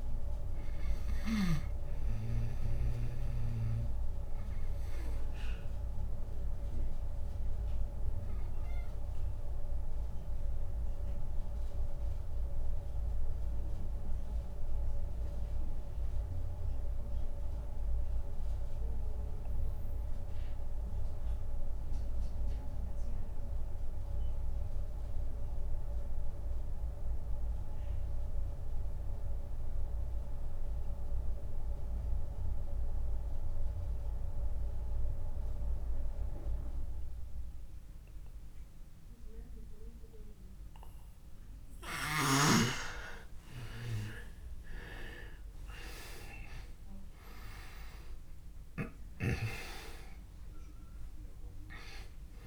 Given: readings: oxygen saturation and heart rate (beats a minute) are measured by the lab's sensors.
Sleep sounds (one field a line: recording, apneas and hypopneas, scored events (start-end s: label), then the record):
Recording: breathing in sleep by a room microphone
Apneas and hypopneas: 1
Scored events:
0.00-23.50 s: oxygen desaturation (device-marked, oxygen 85% lowest)
3.50-40.00 s: obstructive apnea (oxygen 98% before, 85% lowest)
37.50-52.47 s: oxygen desaturation (device-marked, oxygen 99% before, 86% lowest)
44.00-48.50 s: arousal
From the record:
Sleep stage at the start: N2 (light sleep)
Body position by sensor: on the back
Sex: male